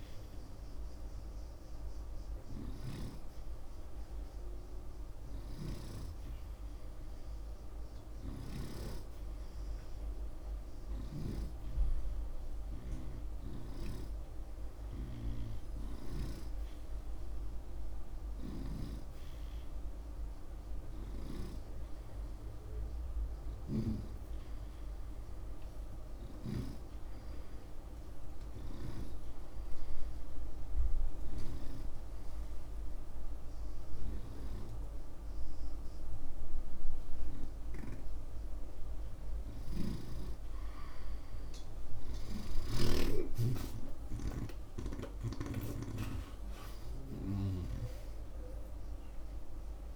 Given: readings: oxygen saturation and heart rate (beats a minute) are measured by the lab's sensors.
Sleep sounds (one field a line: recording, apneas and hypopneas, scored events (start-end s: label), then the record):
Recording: breathing in sleep by a room microphone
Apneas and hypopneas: 1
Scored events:
5.50-9.00 s: snoring (device-marked)
11.00-16.50 s: snoring (device-marked)
29.50-39.50 s: hypopnea (oxygen 89% before, 84% lowest)
39.50-46.00 s: snoring (device-marked)
42.00-47.50 s: arousal
46.50-49.96 s: oxygen desaturation (device-marked, oxygen 88% before, 84% lowest)
From the record:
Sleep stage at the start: REM sleep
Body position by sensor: on the right side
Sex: male